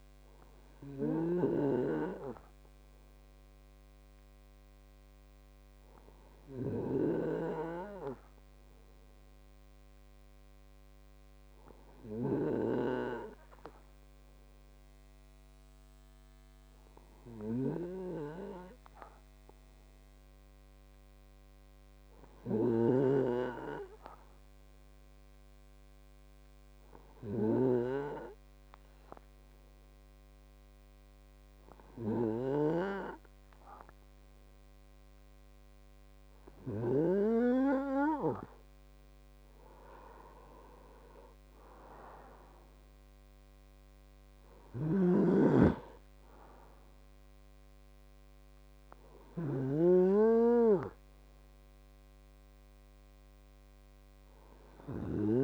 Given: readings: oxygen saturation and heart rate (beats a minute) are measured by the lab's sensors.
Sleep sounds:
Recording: breathing in sleep by a microphone on the trachea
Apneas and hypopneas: 1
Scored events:
0.50-37.00 s: hypopnea (oxygen 97% before, 94% lowest, heart rate 86 before, 106 extreme, up 11 after)
33.50-55.44 s: oxygen desaturation (device-marked, oxygen 97% before, 94% lowest, heart rate 139 before, 34 extreme)
39.00-42.00 s: arousal
45.00-55.44 s: snoring (device-marked)
From the record:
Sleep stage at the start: N2 (light sleep)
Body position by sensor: on the right side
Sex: male

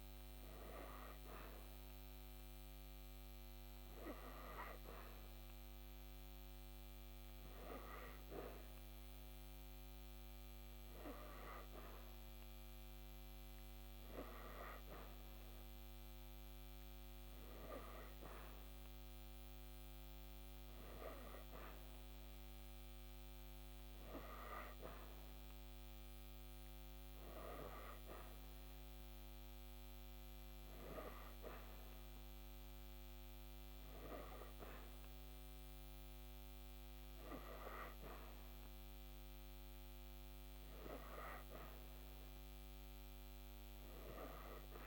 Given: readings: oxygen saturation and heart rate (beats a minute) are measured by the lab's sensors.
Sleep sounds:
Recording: breathing in sleep by a microphone on the trachea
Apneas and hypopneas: none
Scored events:
none scored
From the record:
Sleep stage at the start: N3 (deep sleep)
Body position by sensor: on the back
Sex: female

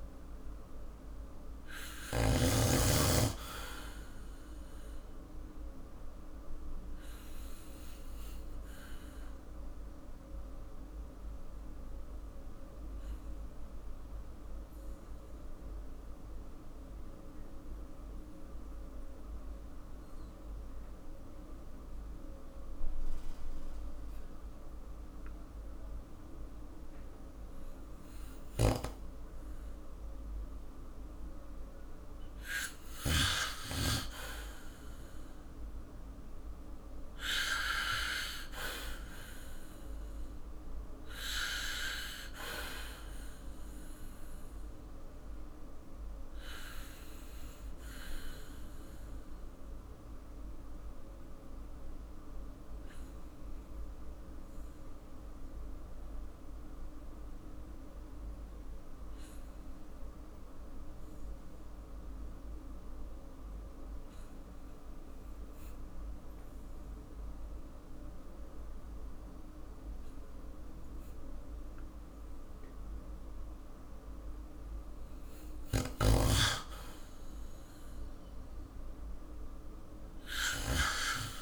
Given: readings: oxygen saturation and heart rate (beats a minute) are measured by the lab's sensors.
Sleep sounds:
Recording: breathing in sleep by a room microphone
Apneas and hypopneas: 2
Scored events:
0.00-2.00 s: arousal
0.00-2.00 s: snoring (device-marked)
5.00-31.00 s: obstructive apnea (oxygen 99% before, 95% lowest, heart rate 52 before, 47 extreme, up 8 after)
28.00-33.00 s: snoring (device-marked)
32.50-46.50 s: oxygen desaturation (device-marked, oxygen 99% before, 96% lowest, heart rate 50 before, 47 extreme)
34.50-39.00 s: arousal
46.00-73.50 s: obstructive apnea (oxygen 99% before, 95% lowest, heart rate 56 before, 47 extreme, up 4 after)
68.50-81.42 s: oxygen desaturation (device-marked, oxygen 98% before, 95% lowest, heart rate 48 before, 47 extreme)
77.00-81.00 s: arousal
From the record:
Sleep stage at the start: N2 (light sleep)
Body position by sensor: on the back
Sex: male

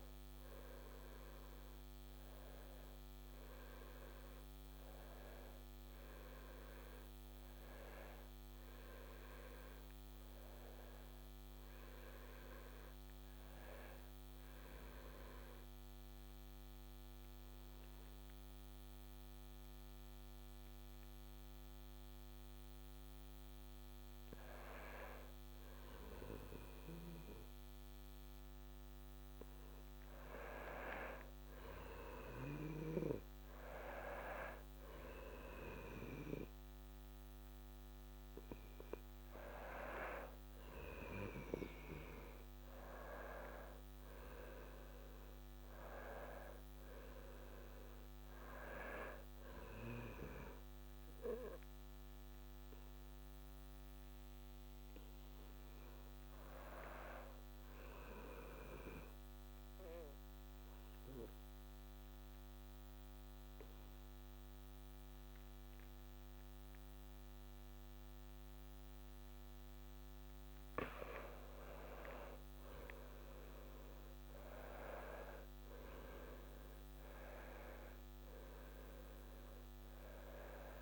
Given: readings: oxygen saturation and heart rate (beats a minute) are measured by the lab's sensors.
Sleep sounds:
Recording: breathing in sleep by a microphone on the trachea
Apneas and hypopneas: 2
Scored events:
0.00-4.50 s: oxygen desaturation (device-marked, oxygen 89% lowest, heart rate 71 extreme)
9.50-14.00 s: arousal
16.00-29.50 s: hypopnea (oxygen 97% before, 89% lowest, heart rate 75 before, 69 extreme, up 3 after)
29.50-48.50 s: oxygen desaturation (device-marked, oxygen 96% before, 93% lowest, heart rate 73 before, 66 extreme)
30.50-34.50 s: arousal
59.50-70.00 s: obstructive apnea (oxygen 95% before, 89% lowest, heart rate 73 before, 66 extreme, up 6 after)
69.50-80.82 s: oxygen desaturation (device-marked, oxygen 96% before, 89% lowest, heart rate 70 before, 71 extreme)
72.00-77.00 s: arousal
From the record:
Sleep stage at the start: N2 (light sleep)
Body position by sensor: on the back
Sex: male

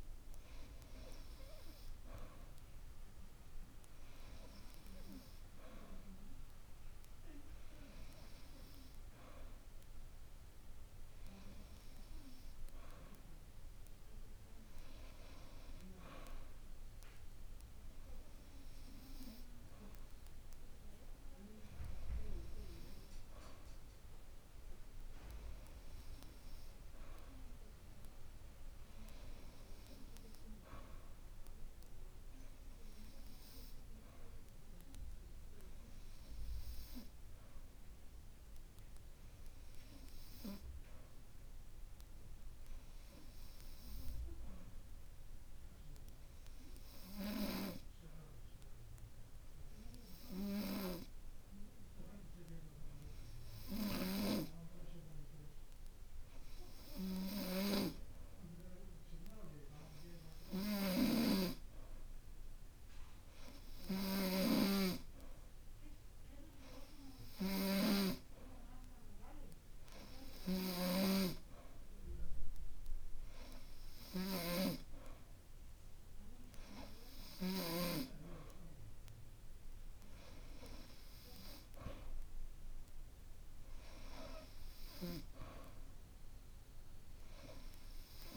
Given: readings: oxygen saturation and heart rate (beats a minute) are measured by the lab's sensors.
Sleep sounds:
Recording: breathing in sleep by a room microphone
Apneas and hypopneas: 1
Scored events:
29.50-33.00 s: arousal
36.00-63.00 s: hypopnea (oxygen 94% before, 91% lowest, heart rate 51 before, 51 extreme, up 2 after)
66.00-69.50 s: arousal
From the record:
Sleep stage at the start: N2 (light sleep)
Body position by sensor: on the back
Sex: male

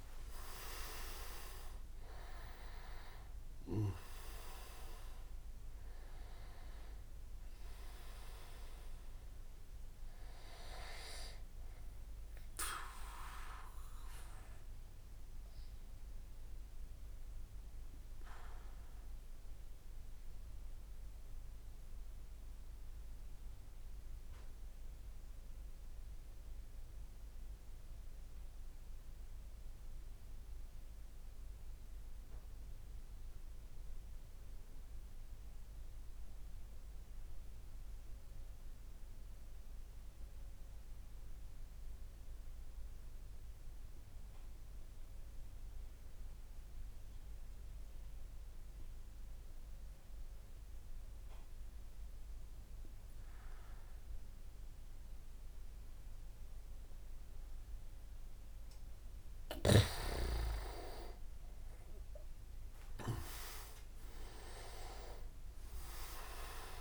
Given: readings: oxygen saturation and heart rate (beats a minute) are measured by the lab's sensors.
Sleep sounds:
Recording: breathing in sleep by a room microphone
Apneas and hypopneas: 1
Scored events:
0.00-1.50 s: leg movement (device-marked)
0.00-4.50 s: oxygen desaturation (device-marked, oxygen 95% lowest)
13.00-58.00 s: mixed apnea (oxygen 98% before, 93% lowest)
51.50-66.81 s: oxygen desaturation (device-marked, oxygen 99% before, 93% lowest)
59.00-63.00 s: arousal
63.00-65.50 s: leg movement (device-marked)
From the record:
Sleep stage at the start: N2 (light sleep)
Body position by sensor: on the back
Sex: male

